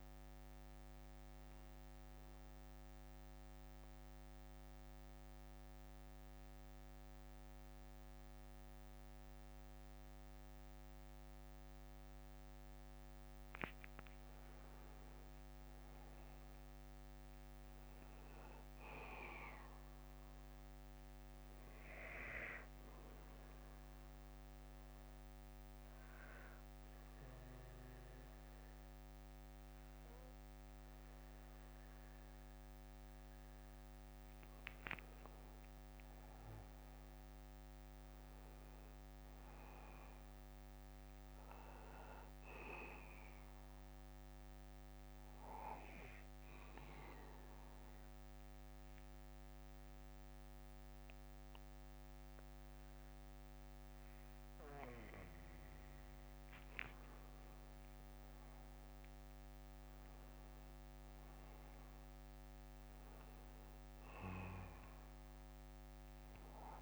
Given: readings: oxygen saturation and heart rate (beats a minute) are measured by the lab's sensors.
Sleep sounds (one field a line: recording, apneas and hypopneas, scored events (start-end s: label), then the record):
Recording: breathing in sleep by a microphone on the trachea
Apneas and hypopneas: 3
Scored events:
0.50-8.50 s: bradycardia (device-marked, heart rate 60 before, 53 extreme)
4.00-14.00 s: central apnea (oxygen 95% before, 93% lowest, heart rate 66 before, 50 extreme, up 21 after)
16.00-20.00 s: arousal
21.50-33.50 s: bradycardia (device-marked, heart rate 60 before, 56 extreme)
23.00-34.00 s: obstructive apnea (oxygen 95% before, 95% lowest, heart rate 61 before, 51 extreme, up 12 after)
37.00-39.50 s: arousal
41.50-44.50 s: bradycardia (device-marked, heart rate 60 before, 63 extreme)
44.50-57.50 s: obstructive apnea (oxygen 98% before, 93% lowest, heart rate 60 before, 52 extreme, up 19 after)
45.50-57.50 s: bradycardia (device-marked, heart rate 60 before, 51 extreme)
59.50-63.00 s: arousal
63.50-65.50 s: bradycardia (device-marked, heart rate 60 before, 62 extreme)
From the record:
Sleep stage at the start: N2 (light sleep)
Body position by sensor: on the back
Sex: male